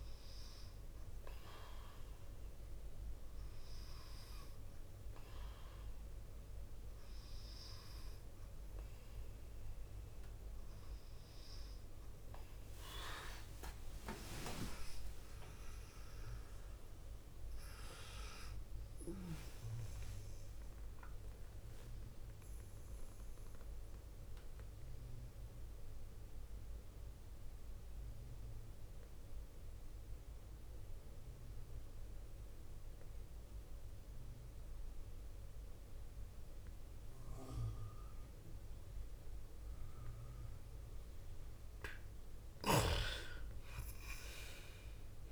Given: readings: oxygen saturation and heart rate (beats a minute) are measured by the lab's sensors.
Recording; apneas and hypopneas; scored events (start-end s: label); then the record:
breathing in sleep by a room microphone; 1
12.50-18.50 s: arousal
21.50-31.50 s: oxygen desaturation (device-marked, oxygen 96% before, 93% lowest, heart rate 55 before, 50 extreme)
22.00-40.50 s: obstructive apnea (oxygen 96% before, 91% lowest, heart rate 55 before, 50 extreme, up 4 after)
From the record:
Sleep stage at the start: N2 (light sleep); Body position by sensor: on the left side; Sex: female